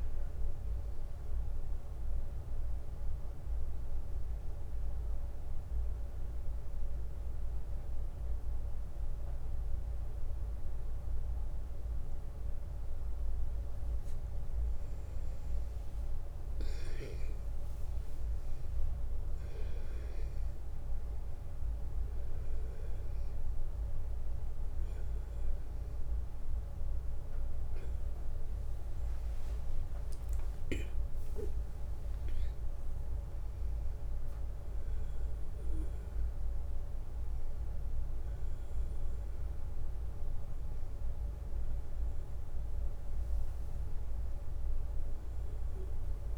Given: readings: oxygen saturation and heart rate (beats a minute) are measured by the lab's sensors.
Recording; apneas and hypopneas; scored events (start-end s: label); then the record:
breathing in sleep, hard to hear, by a room microphone; 1
0.00-11.50 s: oxygen desaturation (device-marked, oxygen 92% lowest, heart rate 28 extreme)
1.50-13.50 s: obstructive apnea (oxygen 96% before, 92% lowest, heart rate 67 before, 28 extreme, up 7 after)
15.00-19.00 s: arousal
From the record:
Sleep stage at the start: N1 (lightest sleep); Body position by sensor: on the back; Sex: male